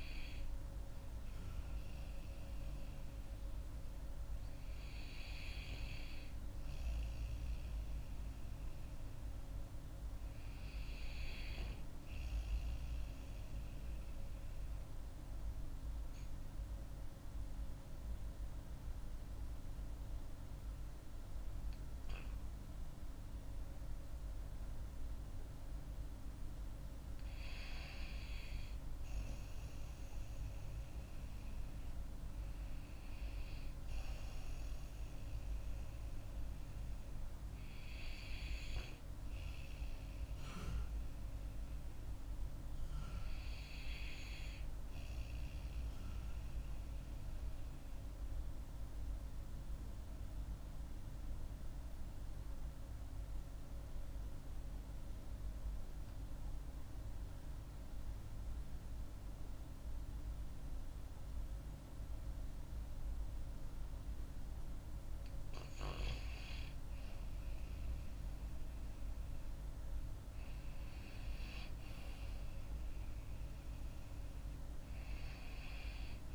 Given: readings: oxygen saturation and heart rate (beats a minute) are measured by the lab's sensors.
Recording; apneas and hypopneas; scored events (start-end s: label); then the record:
breathing in sleep, hard to hear, by a room microphone; 2
7.00-10.50 s: arousal
14.50-27.50 s: obstructive apnea (oxygen 95% before, 91% lowest)
28.50-32.50 s: arousal
47.00-59.00 s: oxygen desaturation (device-marked, oxygen 95% before, 91% lowest)
47.00-66.00 s: obstructive apnea (oxygen 95% before, 88% lowest)
68.50-73.50 s: arousal
74.00-76.35 s: oxygen desaturation (device-marked, oxygen 96% before, 88% lowest)
From the record:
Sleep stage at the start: N2 (light sleep); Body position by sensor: on the back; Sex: female